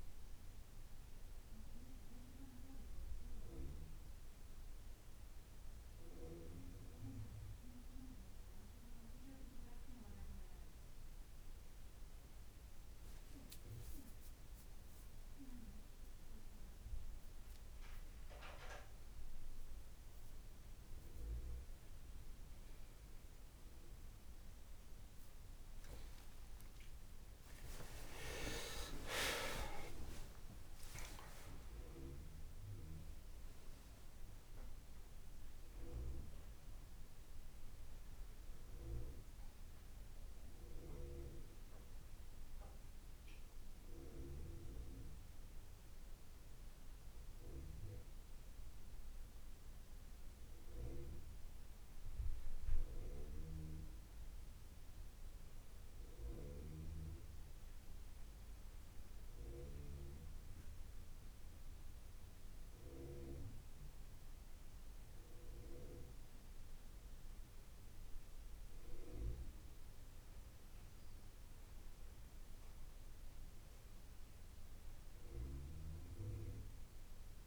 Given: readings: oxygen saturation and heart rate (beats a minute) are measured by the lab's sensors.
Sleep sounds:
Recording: breathing in sleep by a room microphone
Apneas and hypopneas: none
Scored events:
none scored
From the record:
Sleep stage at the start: N2 (light sleep)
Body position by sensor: on the back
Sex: male

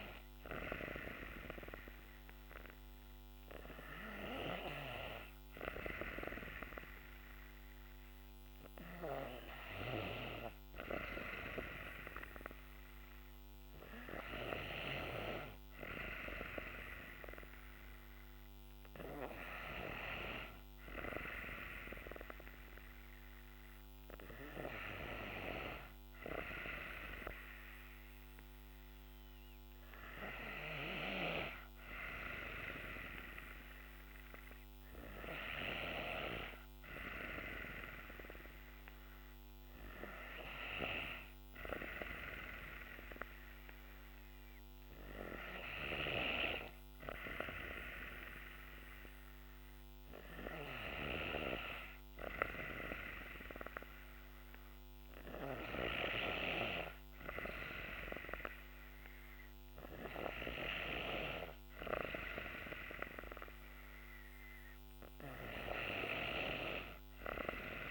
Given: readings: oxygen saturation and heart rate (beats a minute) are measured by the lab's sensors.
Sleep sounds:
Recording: breathing in sleep by a microphone on the trachea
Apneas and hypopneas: none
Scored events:
none scored
From the record:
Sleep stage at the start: N2 (light sleep)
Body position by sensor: on the back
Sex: female

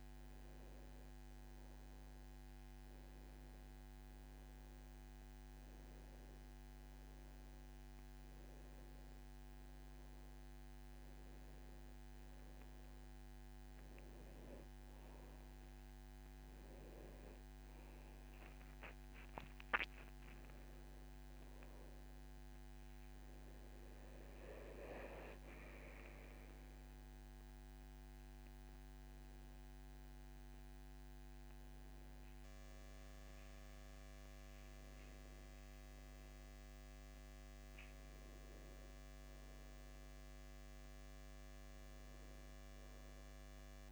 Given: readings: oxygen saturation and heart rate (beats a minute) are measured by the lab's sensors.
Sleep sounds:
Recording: a person awake in a sleep study, hard to hear, by a microphone on the trachea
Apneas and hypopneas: none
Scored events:
none scored
From the record:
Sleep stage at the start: awake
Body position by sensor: on the back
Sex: male

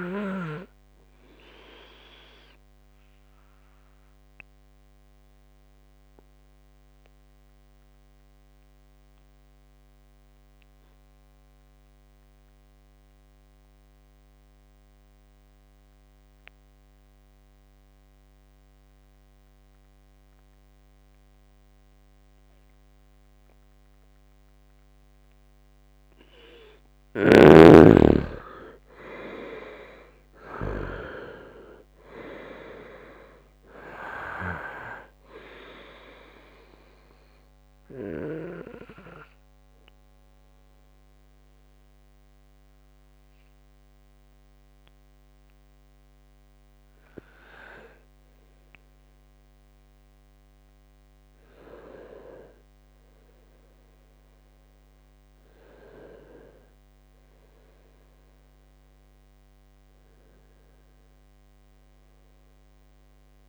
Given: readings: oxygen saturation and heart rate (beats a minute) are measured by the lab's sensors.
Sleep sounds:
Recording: breathing in sleep by a microphone on the trachea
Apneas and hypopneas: 2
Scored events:
0.00-2.00 s: long interval between heartbeats (device-marked, heart rate 70 before, 81 extreme)
0.00-18.00 s: oxygen desaturation (device-marked, oxygen 85% lowest, heart rate 67 extreme)
1.50-25.50 s: obstructive apnea (oxygen 99% before, 85% lowest, heart rate 70 before, 66 extreme, up 7 after)
25.00-27.00 s: long interval between heartbeats (device-marked, heart rate 72 before, 79 extreme)
27.50-32.00 s: arousal
29.00-55.00 s: oxygen desaturation (device-marked, oxygen 99% before, 85% lowest, heart rate 73 before, 66 extreme)
38.00-48.50 s: obstructive apnea (oxygen 99% before, 85% lowest, heart rate 75 before, 66 extreme, up 14 after)
50.50-55.00 s: arousal
From the record:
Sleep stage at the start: N2 (light sleep)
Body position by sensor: on the right side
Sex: male

